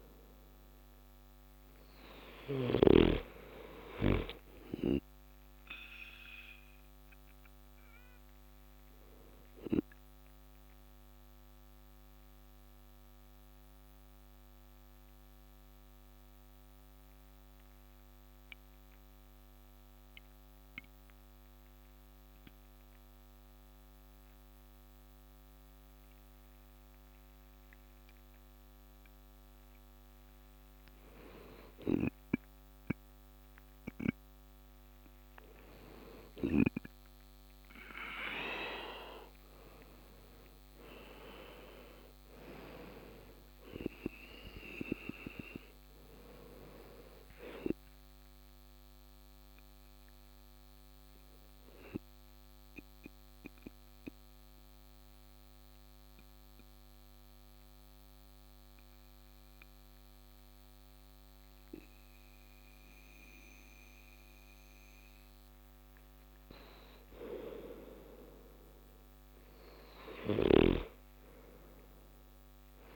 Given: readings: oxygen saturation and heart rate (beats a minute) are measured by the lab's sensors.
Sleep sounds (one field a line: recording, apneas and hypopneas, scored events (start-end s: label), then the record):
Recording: breathing in sleep by a microphone on the trachea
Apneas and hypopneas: 2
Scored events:
0.00-2.00 s: arousal
0.00-2.00 s: snoring (device-marked)
11.00-30.00 s: mixed apnea (oxygen 96% before, 93% lowest)
33.00-36.50 s: arousal
46.00-65.50 s: obstructive apnea (oxygen 97% before, 93% lowest)
69.00-72.96 s: new sleep stage, awake
From the record:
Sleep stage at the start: N2 (light sleep)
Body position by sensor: on the back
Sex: male